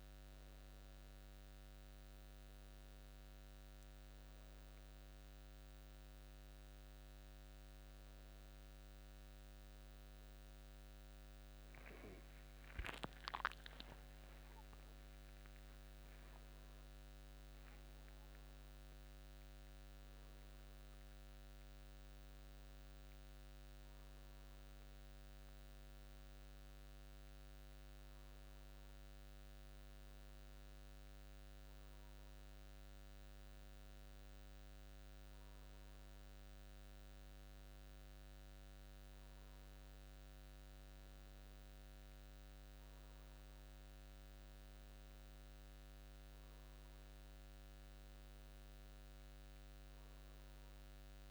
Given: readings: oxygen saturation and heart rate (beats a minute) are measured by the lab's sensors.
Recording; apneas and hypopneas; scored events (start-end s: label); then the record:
breathing in sleep, hard to hear, by a microphone on the trachea; none
none scored
From the record:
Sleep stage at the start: N2 (light sleep); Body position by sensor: on the back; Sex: male